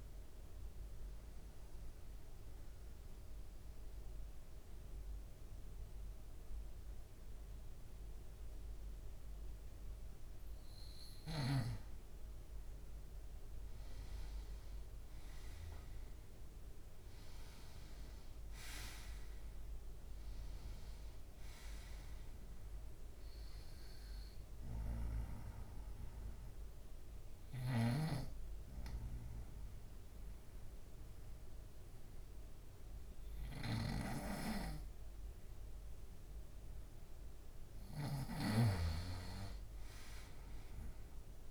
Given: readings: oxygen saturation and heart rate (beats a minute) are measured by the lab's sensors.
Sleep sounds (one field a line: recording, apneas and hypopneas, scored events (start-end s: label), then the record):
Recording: breathing in sleep by a room microphone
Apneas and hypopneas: 2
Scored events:
0.50-11.50 s: central apnea (oxygen 98% before, 91% lowest, heart rate 92 before, 70 extreme, up 3 after)
14.00-18.00 s: arousal
23.50-36.50 s: obstructive apnea (oxygen 98% before, 89% lowest, heart rate 72 before, 71 extreme, up 5 after)
26.50-41.50 s: oxygen desaturation (device-marked, oxygen 98% before, 91% lowest, heart rate 72 before, 71 extreme)
39.50-41.50 s: arousal
From the record:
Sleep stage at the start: N2 (light sleep)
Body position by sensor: on the right side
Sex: male